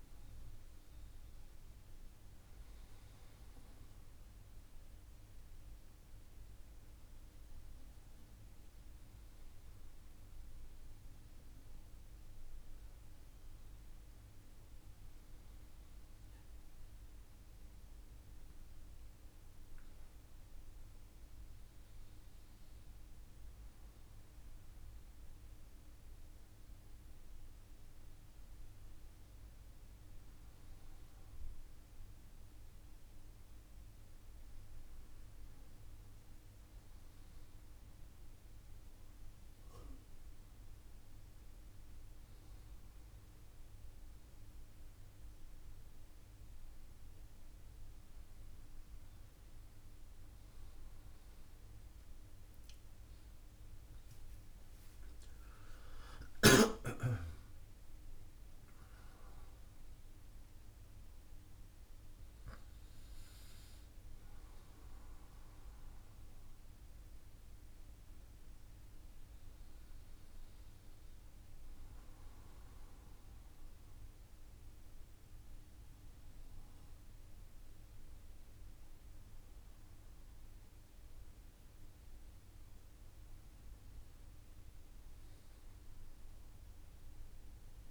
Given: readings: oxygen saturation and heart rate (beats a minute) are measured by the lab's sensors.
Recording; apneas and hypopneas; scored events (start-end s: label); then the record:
breathing in sleep, hard to hear, by a room microphone; none
52.50-56.50 s: arousal
From the record:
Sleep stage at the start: N1 (lightest sleep); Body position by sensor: on the front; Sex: male